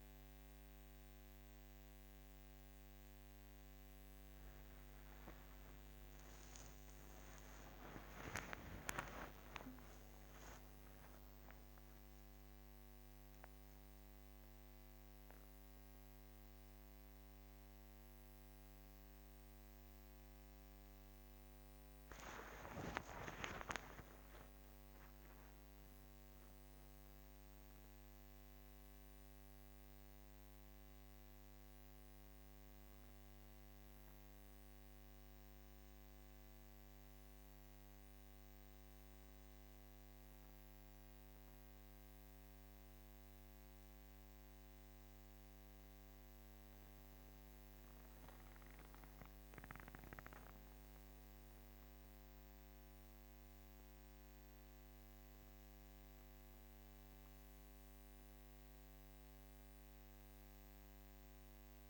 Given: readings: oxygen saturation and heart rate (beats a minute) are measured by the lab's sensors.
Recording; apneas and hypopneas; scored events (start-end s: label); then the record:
breathing in sleep by a microphone on the trachea; none
7.00-12.00 s: arousal
From the record:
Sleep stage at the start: N2 (light sleep); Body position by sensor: on the back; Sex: female